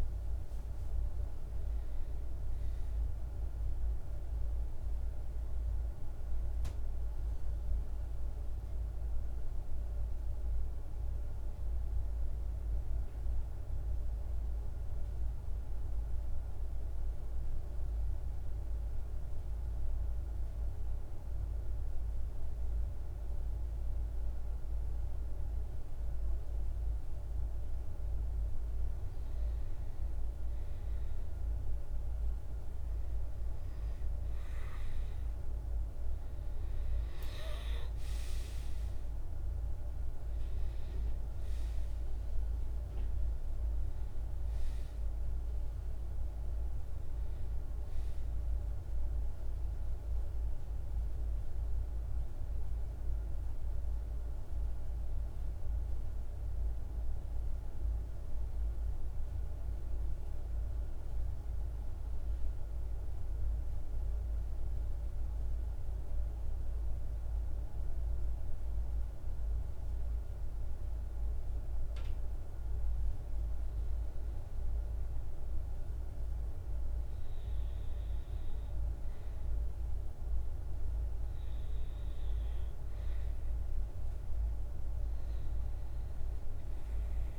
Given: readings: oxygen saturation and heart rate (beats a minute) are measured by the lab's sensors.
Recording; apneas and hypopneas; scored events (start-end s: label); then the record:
breathing in sleep, hard to hear, by a room microphone; 2
0.00-13.00 s: oxygen desaturation (device-marked, oxygen 94% lowest, heart rate 48 extreme)
10.50-27.00 s: mixed apnea (oxygen 97% before, 91% lowest, heart rate 79 before, 44 extreme, up 3 after)
30.00-58.00 s: oxygen desaturation (device-marked, oxygen 99% before, 91% lowest, heart rate 50 before, 44 extreme)
30.50-35.50 s: arousal
56.00-73.00 s: hypopnea (oxygen 98% before, 94% lowest, heart rate 50 before, 52 extreme, up 1 after)
76.50-81.00 s: arousal
77.00-87.39 s: oxygen desaturation (device-marked, oxygen 99% before, 94% lowest, heart rate 53 before, 51 extreme)
From the record:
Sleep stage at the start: REM sleep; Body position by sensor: on the back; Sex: male